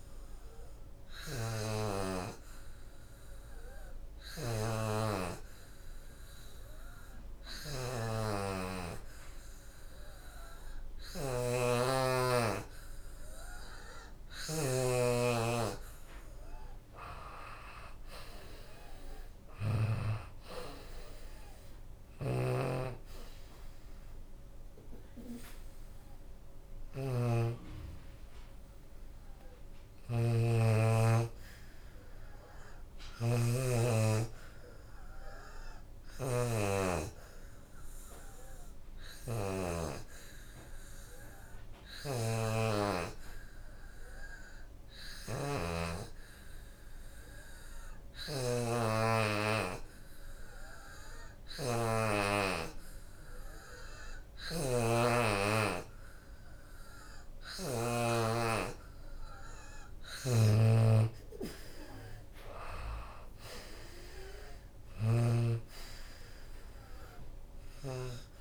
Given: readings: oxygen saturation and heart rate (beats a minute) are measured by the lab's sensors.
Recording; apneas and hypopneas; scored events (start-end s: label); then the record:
breathing in sleep by a room microphone; 2
0.00-35.50 s: oxygen desaturation (device-marked, oxygen 83% lowest, heart rate 71 extreme)
1.50-15.50 s: obstructive apnea (oxygen 92% before, 82% lowest, heart rate 78 before, 75 extreme, up 16 after)
16.50-20.00 s: arousal
33.50-57.50 s: obstructive apnea (oxygen 87% before, 82% lowest, heart rate 83 before, 71 extreme, up 19 after)
41.50-47.50 s: oxygen desaturation (device-marked, oxygen 92% before, 86% lowest, heart rate 82 before, 71 extreme)
49.50-68.41 s: oxygen desaturation (device-marked, oxygen 91% before, 82% lowest, heart rate 79 before, 71 extreme)
60.00-64.50 s: arousal
60.50-68.41 s: drop in pulse transit time (device-marked, heart rate 77 before, 78 extreme)
From the record:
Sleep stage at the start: N2 (light sleep); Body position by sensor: on the back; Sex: female